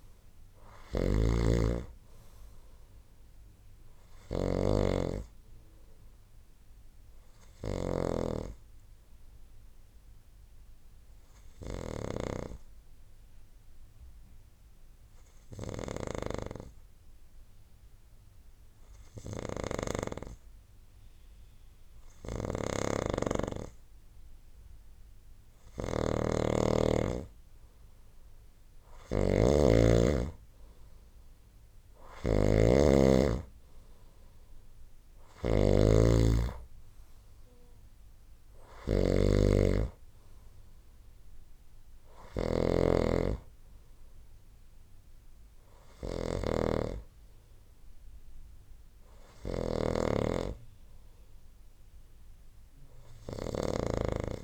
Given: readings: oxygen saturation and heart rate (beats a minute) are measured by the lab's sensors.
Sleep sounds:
breathing in sleep by a room microphone; 1
0.00-12.00 s: snoring (device-marked)
1.50-17.50 s: oxygen desaturation (device-marked, oxygen 97% before, 91% lowest, heart rate 71 before, 59 extreme)
9.50-25.50 s: obstructive apnea (oxygen 97% before, 91% lowest, heart rate 68 before, 61 extreme, up 6 after)
19.00-53.50 s: snoring (device-marked)
27.00-30.50 s: arousal
38.50-54.44 s: oxygen desaturation (device-marked, oxygen 96% before, 92% lowest, heart rate 69 before, 64 extreme)
From the record:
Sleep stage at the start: N2 (light sleep); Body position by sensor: on the right side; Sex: male

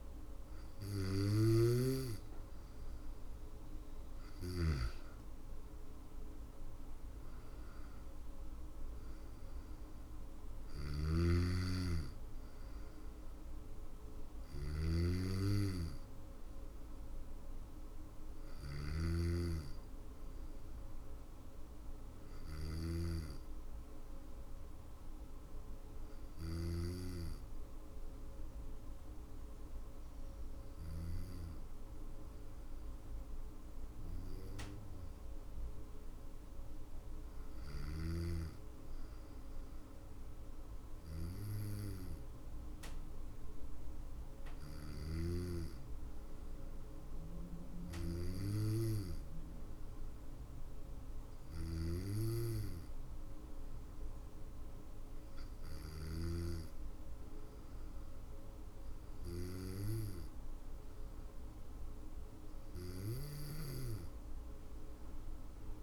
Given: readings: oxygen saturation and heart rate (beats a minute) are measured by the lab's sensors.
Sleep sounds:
breathing in sleep by a room microphone; none
0.00-3.50 s: snoring (device-marked)
4.00-16.00 s: drop in pulse transit time (device-marked, heart rate 57 before, 57 extreme)
9.50-25.50 s: snoring (device-marked)
37.00-54.00 s: drop in pulse transit time (device-marked, heart rate 54 before, 54 extreme)
50.50-55.00 s: snoring (device-marked)
From the record:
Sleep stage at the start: N2 (light sleep); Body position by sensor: on the back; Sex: female

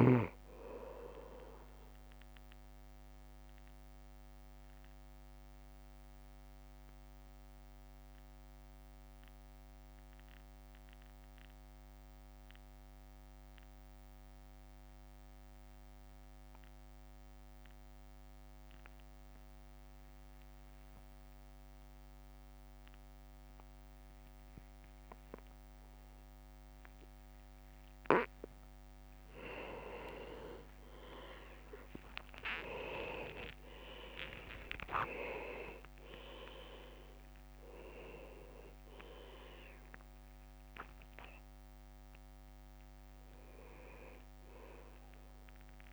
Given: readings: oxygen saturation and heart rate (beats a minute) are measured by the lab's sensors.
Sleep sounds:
breathing in sleep by a microphone on the trachea; 1
2.00-28.00 s: obstructive apnea (oxygen 99% before, 95% lowest, heart rate 57 before, 49 extreme, up 9 after)
29.50-32.50 s: leg movement (device-marked)
30.50-34.50 s: arousal
32.00-45.93 s: oxygen desaturation (device-marked, oxygen 99% before, 95% lowest, heart rate 57 before, 49 extreme)
33.00-45.93 s: drop in pulse transit time (device-marked, heart rate 57 before, 55 extreme)
From the record:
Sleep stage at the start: N2 (light sleep); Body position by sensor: on the back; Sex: male

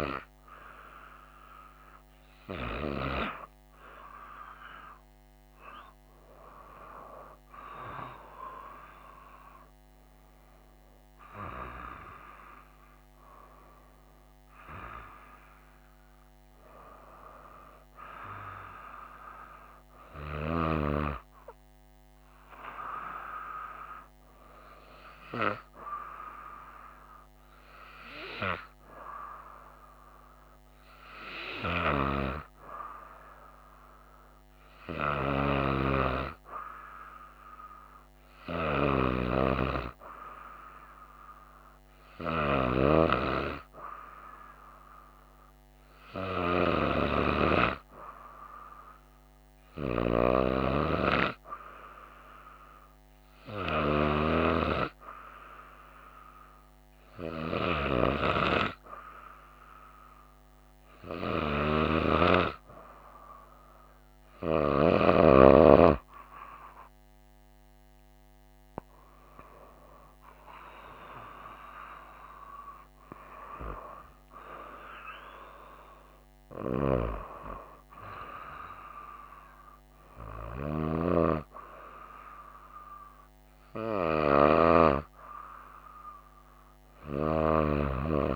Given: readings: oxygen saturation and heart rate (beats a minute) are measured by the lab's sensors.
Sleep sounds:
breathing in sleep by a microphone on the trachea; none
none scored
From the record:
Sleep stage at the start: N2 (light sleep); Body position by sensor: on the right side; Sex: female

